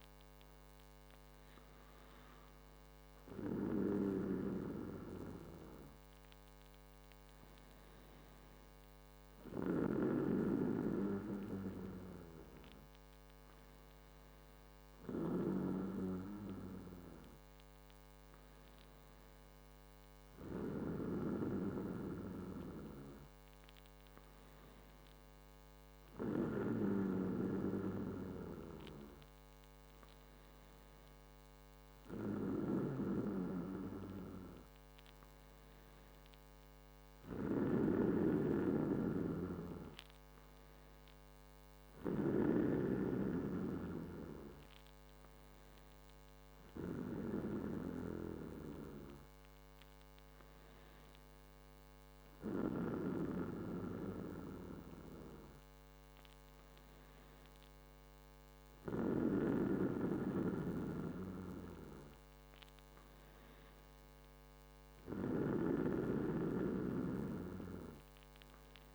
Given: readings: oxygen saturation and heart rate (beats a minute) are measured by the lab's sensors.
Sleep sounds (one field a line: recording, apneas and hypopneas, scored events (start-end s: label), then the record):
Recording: breathing in sleep by a microphone on the trachea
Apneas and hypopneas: none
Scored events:
none scored
From the record:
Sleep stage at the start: N2 (light sleep)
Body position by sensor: on the back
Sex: male